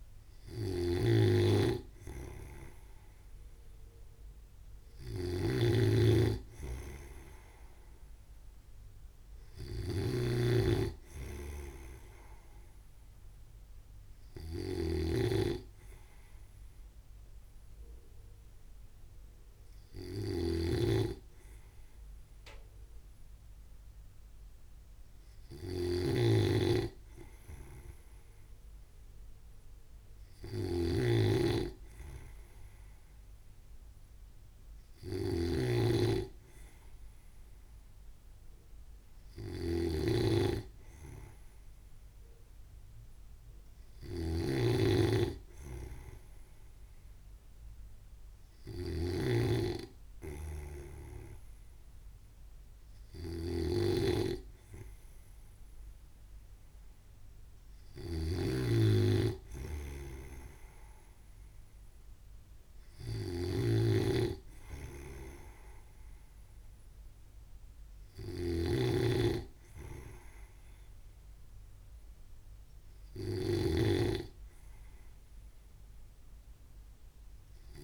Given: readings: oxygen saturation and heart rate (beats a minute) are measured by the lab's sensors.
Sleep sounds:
breathing in sleep by a room microphone; none
0.00-77.84 s: snoring (device-marked)
From the record:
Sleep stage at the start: N2 (light sleep); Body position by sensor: on the right side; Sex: male

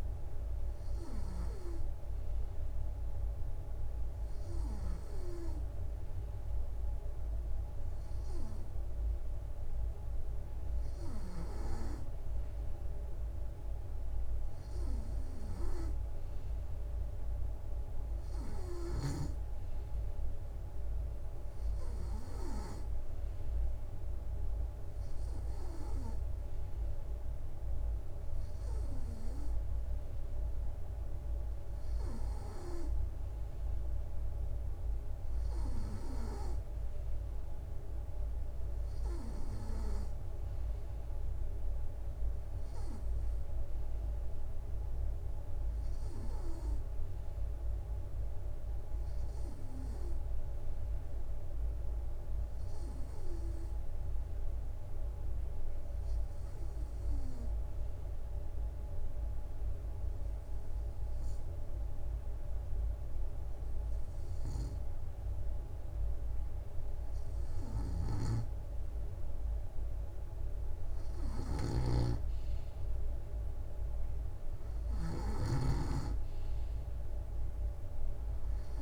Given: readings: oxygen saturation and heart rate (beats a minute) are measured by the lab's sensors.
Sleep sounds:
breathing in sleep by a room microphone; 1
56.50-67.00 s: hypopnea (oxygen 95% before, 93% lowest, heart rate 66 before, 65 extreme, up 1 after)
64.00-78.82 s: snoring (device-marked)
From the record:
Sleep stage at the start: N3 (deep sleep); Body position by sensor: on the right side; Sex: male

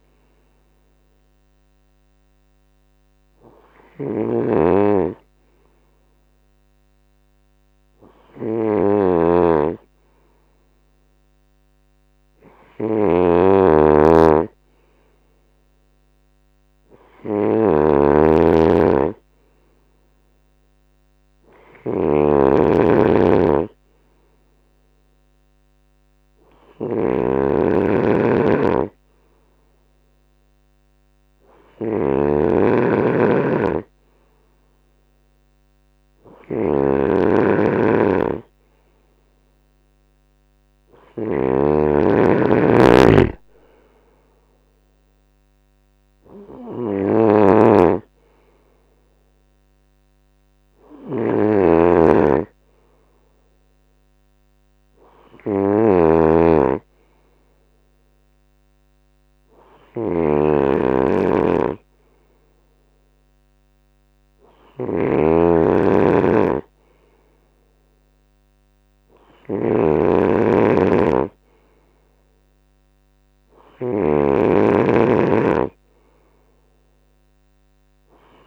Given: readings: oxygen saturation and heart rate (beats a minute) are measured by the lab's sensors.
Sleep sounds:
breathing in sleep by a microphone on the trachea; none
0.00-7.00 s: drop in pulse transit time (device-marked, heart rate 71 extreme)
0.00-78.47 s: snoring (device-marked)
44.00-57.00 s: drop in pulse transit time (device-marked, heart rate 72 before, 73 extreme)
From the record:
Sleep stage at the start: N2 (light sleep); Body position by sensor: on the right side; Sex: male

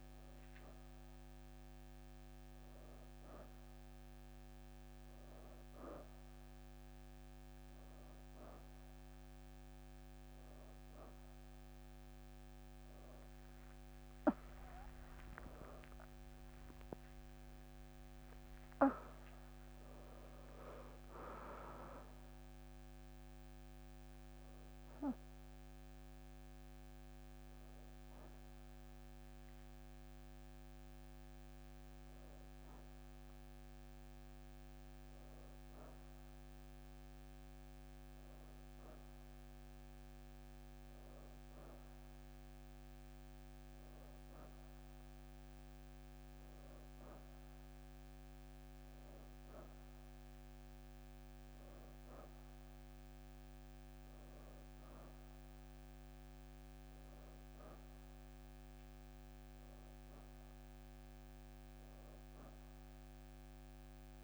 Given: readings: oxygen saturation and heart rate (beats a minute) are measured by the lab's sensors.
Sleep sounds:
breathing in sleep, hard to hear, by a microphone on the trachea; none
14.00-18.50 s: arousal
From the record:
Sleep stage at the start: N1 (lightest sleep); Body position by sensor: on the right side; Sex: female

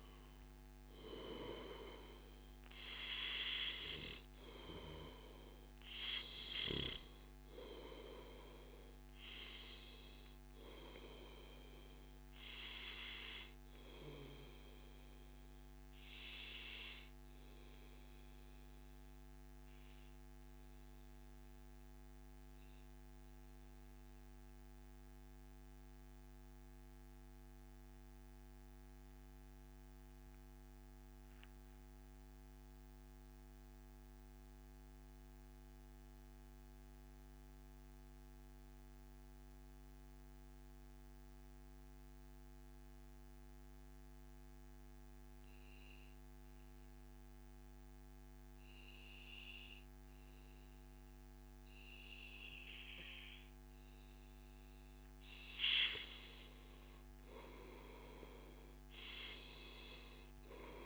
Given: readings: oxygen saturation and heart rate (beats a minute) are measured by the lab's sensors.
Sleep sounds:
breathing in sleep by a microphone on the trachea; 1
0.00-1.00 s: arousal
0.00-33.50 s: oxygen desaturation (device-marked, oxygen 91% lowest, heart rate 90 extreme)
2.00-4.00 s: long interval between heartbeats (device-marked, heart rate 110 before, 99 extreme)
17.00-54.00 s: mixed apnea (oxygen 97% before, 92% lowest, heart rate 111 before, 96 extreme, up 18 after)
18.50-20.50 s: long interval between heartbeats (device-marked, heart rate 110 before, 98 extreme)
23.00-25.00 s: long interval between heartbeats (device-marked, heart rate 107 before, 97 extreme)
56.50-58.50 s: long interval between heartbeats (device-marked, heart rate 102 before, 113 extreme)
56.50-60.86 s: arousal
59.50-60.86 s: oxygen desaturation (device-marked, oxygen 97% before, 92% lowest, heart rate 104 before, 100 extreme)
From the record:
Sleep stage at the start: N2 (light sleep); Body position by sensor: on the back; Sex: male

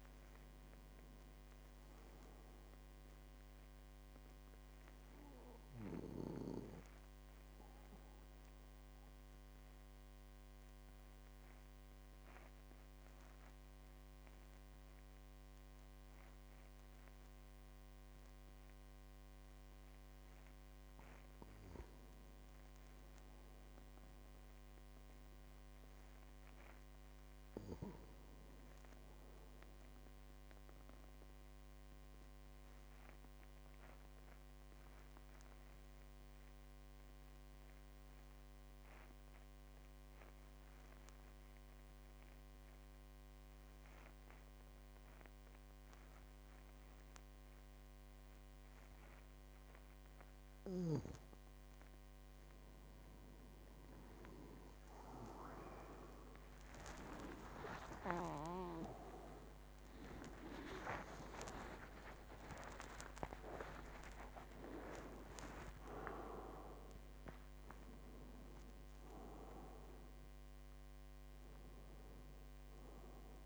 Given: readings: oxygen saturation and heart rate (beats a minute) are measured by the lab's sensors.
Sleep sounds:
breathing in sleep by a microphone on the trachea; 2
0.00-18.50 s: oxygen desaturation (device-marked, oxygen 91% lowest, heart rate 46 extreme)
5.50-20.50 s: obstructive apnea (oxygen 99% before, 90% lowest, heart rate 54 before, 46 extreme, up 7 after)
22.00-25.50 s: arousal
31.50-50.00 s: obstructive apnea (oxygen 99% before, 90% lowest, heart rate 49 before, 47 extreme, up 15 after)
53.50-67.50 s: oxygen desaturation (device-marked, oxygen 97% before, 90% lowest, heart rate 50 before, 54 extreme)
55.50-61.00 s: arousal
62.50-73.45 s: new sleep stage, N1 (lightest sleep)
From the record:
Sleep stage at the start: N2 (light sleep); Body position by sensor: on the back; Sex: male

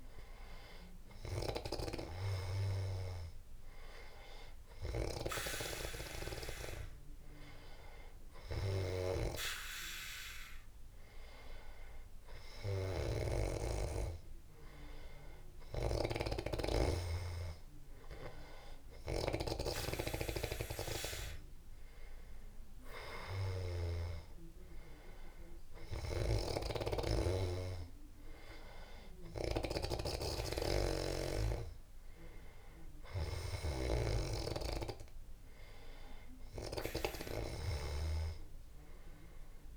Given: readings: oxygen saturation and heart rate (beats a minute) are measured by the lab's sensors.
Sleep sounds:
breathing in sleep by a room microphone; none
0.00-2.50 s: snoring (device-marked)
27.00-38.00 s: snoring (device-marked)
From the record:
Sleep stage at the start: N2 (light sleep); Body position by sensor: on the back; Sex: male

